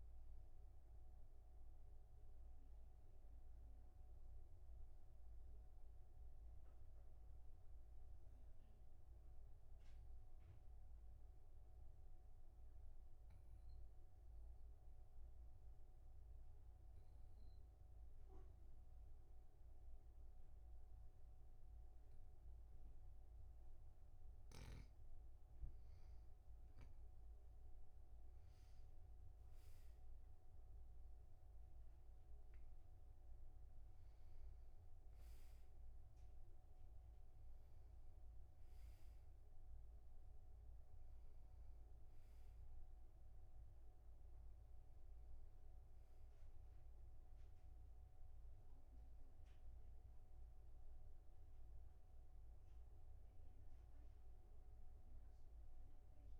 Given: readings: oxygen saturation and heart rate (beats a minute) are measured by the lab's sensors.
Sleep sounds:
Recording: breathing in sleep, hard to hear, by a room microphone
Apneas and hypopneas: 1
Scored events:
0.00-10.50 s: oxygen desaturation (device-marked, oxygen 95% lowest, heart rate 44 extreme)
6.50-25.00 s: obstructive apnea (oxygen 97% before, 94% lowest, heart rate 56 before, 44 extreme, up 4 after)
27.50-31.00 s: arousal
53.50-56.40 s: arousal
From the record:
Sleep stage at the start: N2 (light sleep)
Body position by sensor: on the back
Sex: male

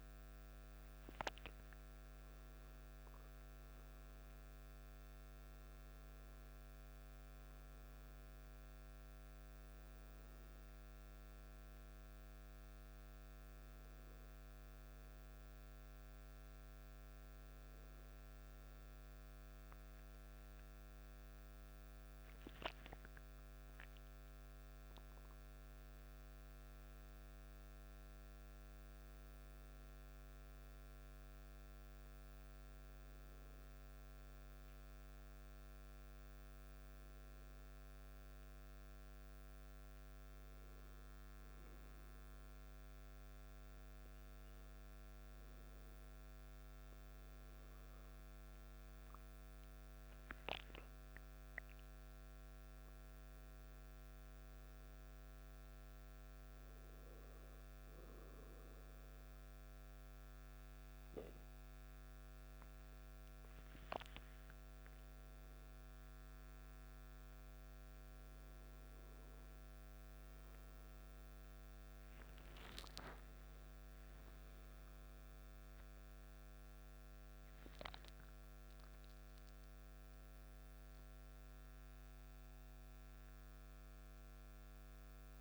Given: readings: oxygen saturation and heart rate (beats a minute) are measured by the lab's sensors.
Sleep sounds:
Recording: breathing in sleep, hard to hear, by a microphone on the trachea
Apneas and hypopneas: 2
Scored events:
14.50-25.50 s: hypopnea (oxygen 97% before, 94% lowest, heart rate 56 before, 52 extreme, up 3 after)
27.00-31.50 s: arousal
40.00-53.50 s: hypopnea (oxygen 98% before, 94% lowest, heart rate 55 before, 52 extreme, up 8 after)
73.50-77.50 s: arousal
From the record:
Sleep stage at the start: N2 (light sleep)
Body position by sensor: on the back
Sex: male

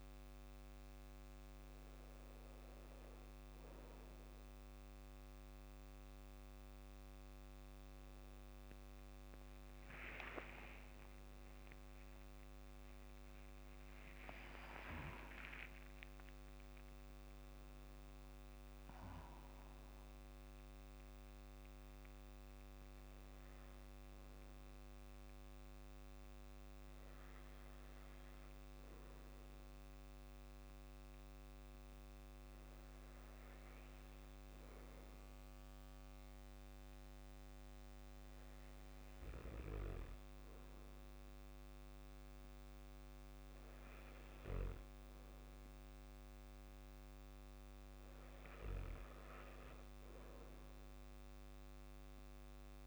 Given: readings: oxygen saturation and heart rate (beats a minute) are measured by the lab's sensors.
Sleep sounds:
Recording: breathing in sleep by a microphone on the trachea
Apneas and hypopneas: none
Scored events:
11.00-15.00 s: arousal
12.00-14.00 s: long interval between heartbeats (device-marked, heart rate 56 before, 80 extreme)
12.00-14.00 s: tachycardia (device-marked, heart rate 59 before, 81 extreme)
14.00-16.00 s: long interval between heartbeats (device-marked, heart rate 58 before, 91 extreme)
From the record:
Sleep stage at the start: N2 (light sleep)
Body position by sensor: on the back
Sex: male

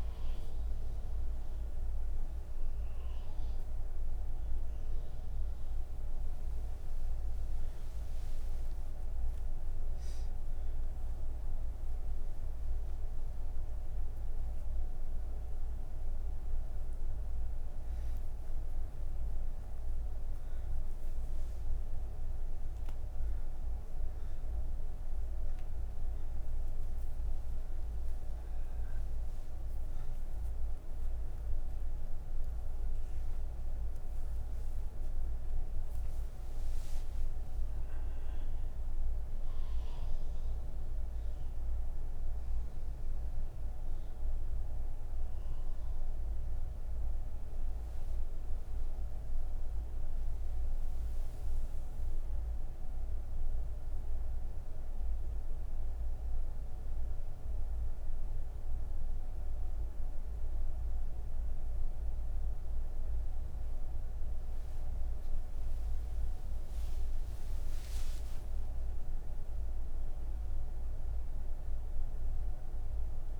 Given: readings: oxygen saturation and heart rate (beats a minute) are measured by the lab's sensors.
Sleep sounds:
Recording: breathing in sleep, hard to hear, by a room microphone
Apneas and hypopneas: none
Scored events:
none scored
From the record:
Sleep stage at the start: N2 (light sleep)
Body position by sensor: on the back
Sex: female

